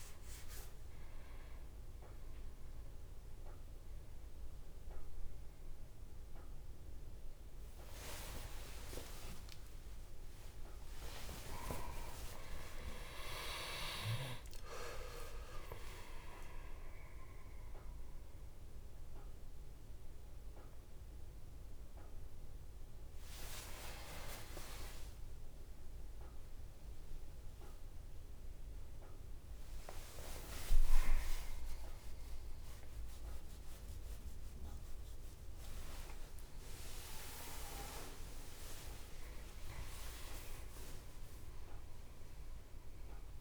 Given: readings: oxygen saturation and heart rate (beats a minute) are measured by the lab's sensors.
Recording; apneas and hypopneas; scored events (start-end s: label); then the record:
a person awake in a sleep study, by a room microphone; none
5.00-35.00 s: new sleep stage, awake
35.00-43.41 s: new sleep stage, N1 (lightest sleep)
From the record:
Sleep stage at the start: N2 (light sleep); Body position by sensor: on the back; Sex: male